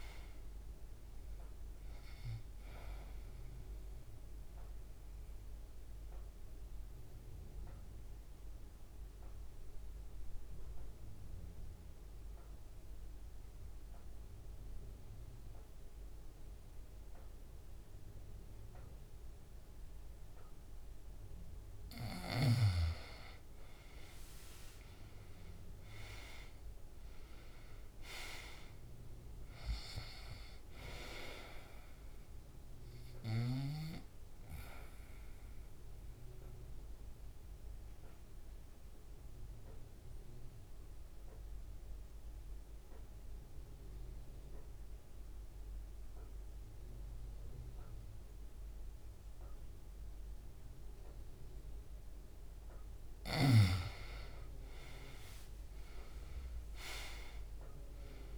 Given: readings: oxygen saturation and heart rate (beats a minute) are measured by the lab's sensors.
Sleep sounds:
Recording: breathing in sleep by a room microphone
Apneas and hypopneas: 2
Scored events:
3.00-21.50 s: mixed apnea (oxygen 98% before, 86% lowest, heart rate 86 before, 65 extreme, up 5 after)
17.50-34.50 s: oxygen desaturation (device-marked, oxygen 95% before, 90% lowest, heart rate 78 before, 64 extreme)
25.00-29.00 s: arousal
33.50-52.50 s: mixed apnea (oxygen 95% before, 86% lowest, heart rate 68 before, 62 extreme, up 5 after)
42.50-56.50 s: oxygen desaturation (device-marked, oxygen 98% before, 89% lowest, heart rate 69 before, 62 extreme)
55.00-58.38 s: arousal
From the record:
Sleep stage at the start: N2 (light sleep)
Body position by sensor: on the back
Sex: male

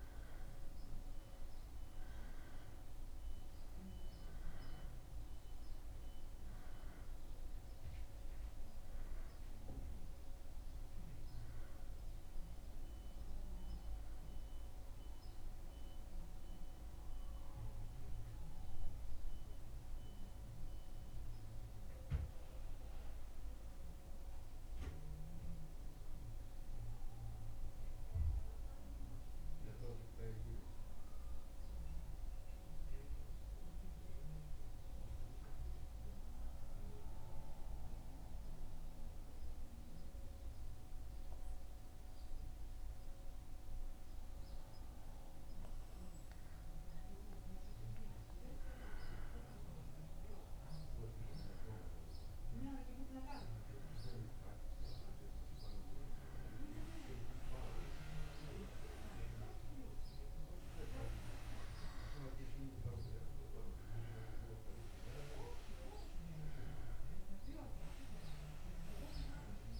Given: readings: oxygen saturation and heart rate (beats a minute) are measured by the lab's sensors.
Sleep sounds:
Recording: breathing in sleep by a room microphone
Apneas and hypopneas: 1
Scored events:
13.00-16.50 s: arousal
19.50-43.00 s: mixed apnea (oxygen 95% before, 94% lowest, heart rate 76 before, 75 extreme, up 1 after)
46.00-49.50 s: arousal
From the record:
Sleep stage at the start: N2 (light sleep)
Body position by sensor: on the back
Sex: male

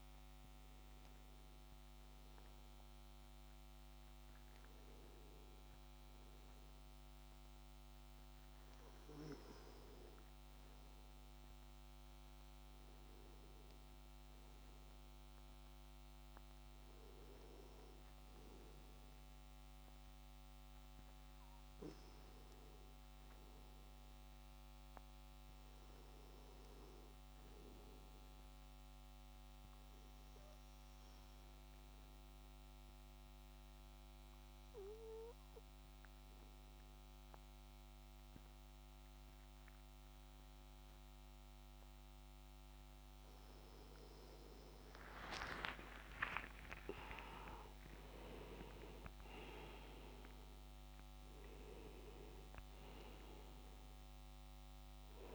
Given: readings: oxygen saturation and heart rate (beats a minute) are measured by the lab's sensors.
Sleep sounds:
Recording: breathing in sleep by a microphone on the trachea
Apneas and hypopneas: 1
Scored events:
23.00-26.50 s: arousal
27.50-42.50 s: obstructive apnea (oxygen 100% before, 94% lowest, heart rate 88 before, 66 extreme, up 23 after)
43.50-55.35 s: oxygen desaturation (device-marked, oxygen 97% before, 94% lowest, heart rate 72 before, 69 extreme)
44.50-48.50 s: arousal
From the record:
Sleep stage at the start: N2 (light sleep)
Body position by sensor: on the back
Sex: male

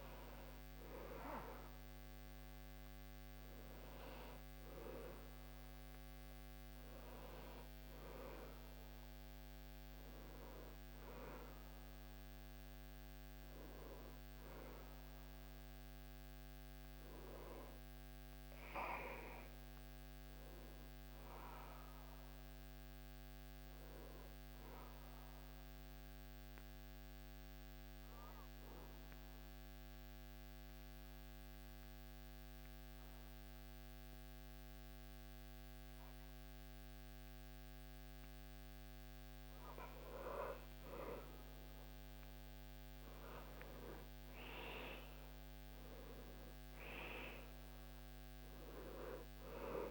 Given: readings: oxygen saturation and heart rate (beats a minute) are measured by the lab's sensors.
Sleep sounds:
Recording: breathing in sleep by a microphone on the trachea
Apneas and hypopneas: 1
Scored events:
0.00-2.50 s: arousal
24.50-49.91 s: new sleep stage, N2 (light sleep)
25.50-38.00 s: obstructive apnea (oxygen 99% before, 94% lowest, heart rate 79 before, 68 extreme, up 8 after)
40.50-49.91 s: oxygen desaturation (device-marked, oxygen 98% before, 94% lowest, heart rate 75 before, 68 extreme)
41.00-46.00 s: arousal
From the record:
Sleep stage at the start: N1 (lightest sleep)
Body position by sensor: on the back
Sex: male

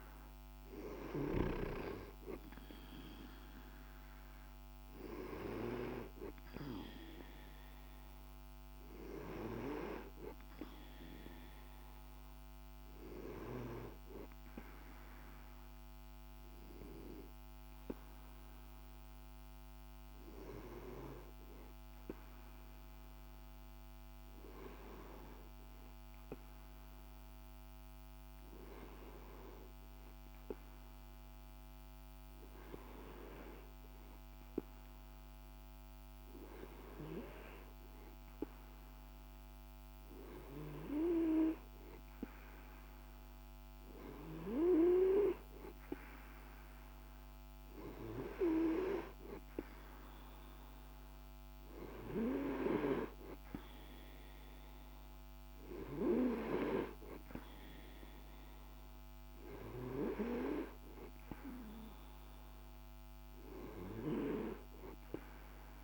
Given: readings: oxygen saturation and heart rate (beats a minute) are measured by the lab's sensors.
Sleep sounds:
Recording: breathing in sleep by a microphone on the trachea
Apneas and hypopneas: 1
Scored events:
21.50-38.00 s: hypopnea (oxygen 97% before, 95% lowest, heart rate 50 before, 47 extreme, up 1 after)
40.00-43.50 s: arousal
From the record:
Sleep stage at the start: N2 (light sleep)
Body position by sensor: on the right side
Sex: male

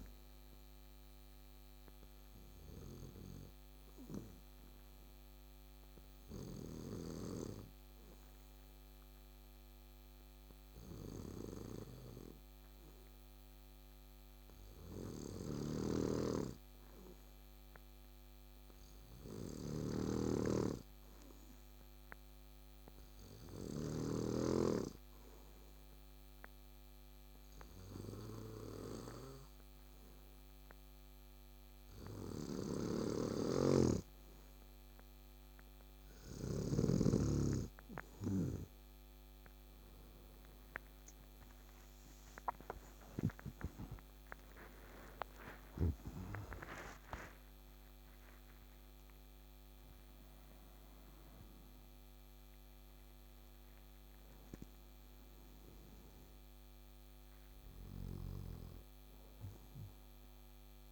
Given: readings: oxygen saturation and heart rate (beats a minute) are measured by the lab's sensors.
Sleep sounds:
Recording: breathing in sleep by a microphone on the trachea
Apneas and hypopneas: 1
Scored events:
1.00-34.00 s: hypopnea (oxygen 99% before, 91% lowest, heart rate 71 before, 68 extreme, up 7 after)
15.50-24.00 s: snoring (device-marked)
20.00-54.00 s: oxygen desaturation (device-marked, oxygen 98% before, 91% lowest, heart rate 70 before, 65 extreme)
33.00-36.50 s: snoring (device-marked)
41.00-46.00 s: arousal
42.50-46.00 s: snoring (device-marked)
From the record:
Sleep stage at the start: N2 (light sleep)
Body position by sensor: on the back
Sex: male

